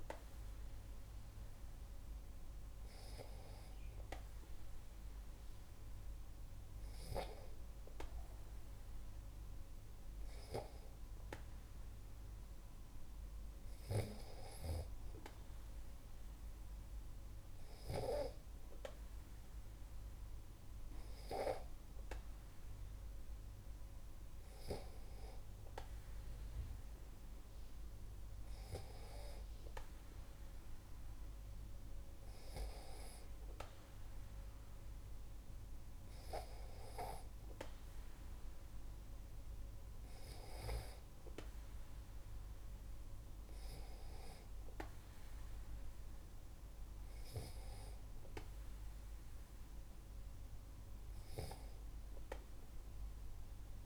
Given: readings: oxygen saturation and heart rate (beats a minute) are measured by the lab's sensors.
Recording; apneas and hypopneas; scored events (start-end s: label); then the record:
breathing in sleep by a room microphone; none
none scored
From the record:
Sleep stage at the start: N2 (light sleep); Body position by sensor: on the back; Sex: male